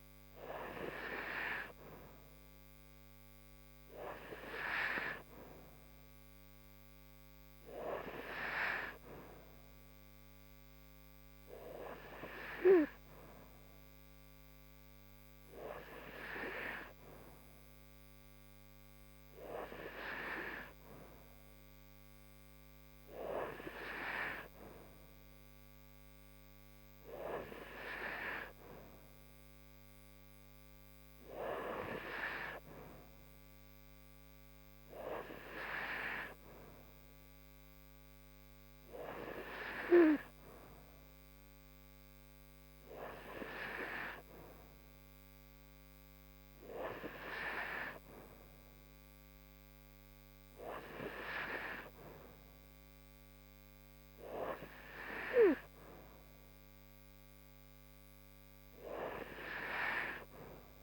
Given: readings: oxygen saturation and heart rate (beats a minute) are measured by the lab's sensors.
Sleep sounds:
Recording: breathing in sleep by a microphone on the trachea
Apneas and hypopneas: none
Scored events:
none scored
From the record:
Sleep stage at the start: N3 (deep sleep)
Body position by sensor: upright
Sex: female

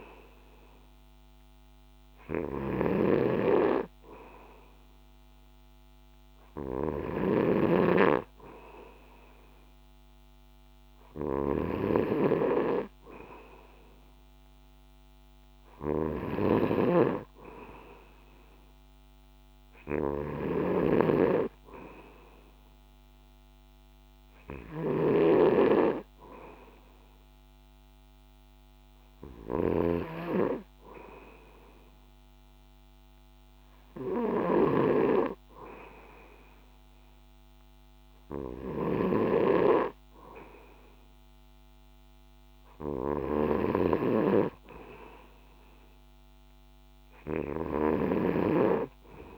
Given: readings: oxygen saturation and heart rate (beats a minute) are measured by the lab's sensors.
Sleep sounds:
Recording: breathing in sleep by a microphone on the trachea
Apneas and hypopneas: none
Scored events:
0.00-49.38 s: snoring (device-marked)
From the record:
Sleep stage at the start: N2 (light sleep)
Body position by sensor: on the back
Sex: male

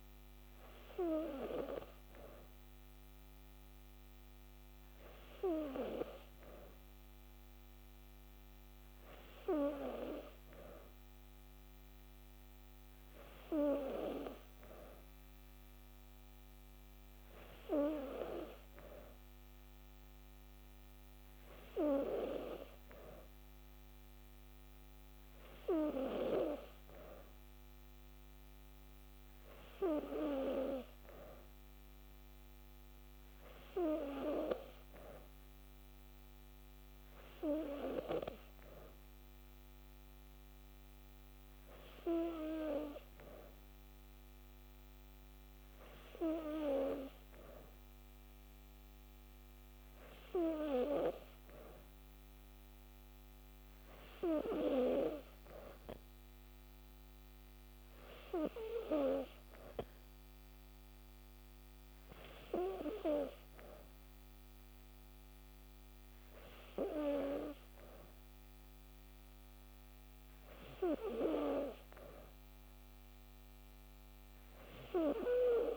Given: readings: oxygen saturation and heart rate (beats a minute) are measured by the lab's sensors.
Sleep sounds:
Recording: breathing in sleep by a microphone on the trachea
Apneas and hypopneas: none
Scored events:
none scored
From the record:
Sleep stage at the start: N2 (light sleep)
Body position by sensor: on the back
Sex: female

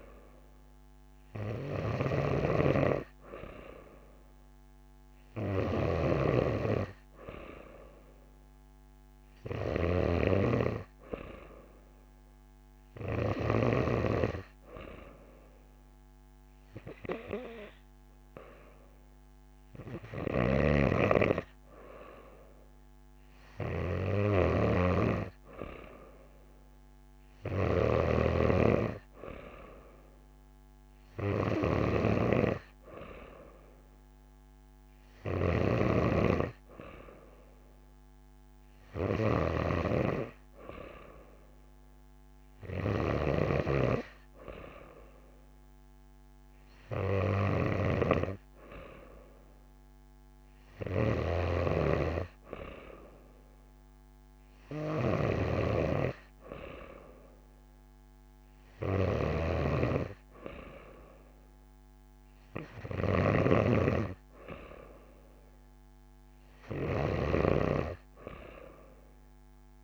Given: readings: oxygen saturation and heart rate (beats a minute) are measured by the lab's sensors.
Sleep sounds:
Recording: breathing in sleep by a microphone on the trachea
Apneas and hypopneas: none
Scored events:
1.50-13.50 s: snoring (device-marked)
20.00-28.00 s: snoring (device-marked)
35.50-43.00 s: snoring (device-marked)
50.50-69.84 s: snoring (device-marked)
From the record:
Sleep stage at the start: N2 (light sleep)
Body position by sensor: on the back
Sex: female

